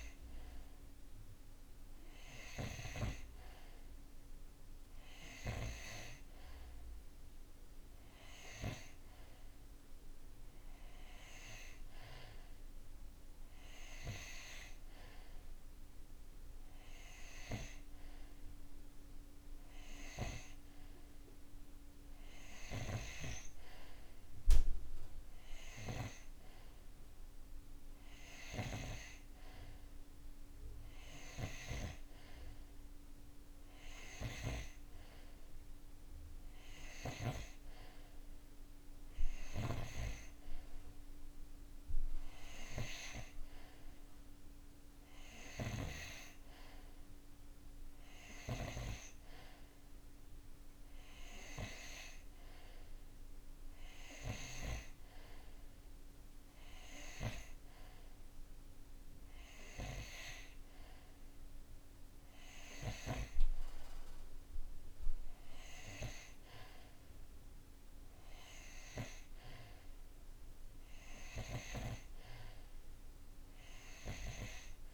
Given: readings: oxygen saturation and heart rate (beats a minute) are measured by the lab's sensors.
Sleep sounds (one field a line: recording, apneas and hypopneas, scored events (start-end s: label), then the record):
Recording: breathing in sleep by a room microphone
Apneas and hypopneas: none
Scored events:
48.00-54.50 s: snoring (device-marked)
From the record:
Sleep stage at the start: N2 (light sleep)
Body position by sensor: on the right side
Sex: male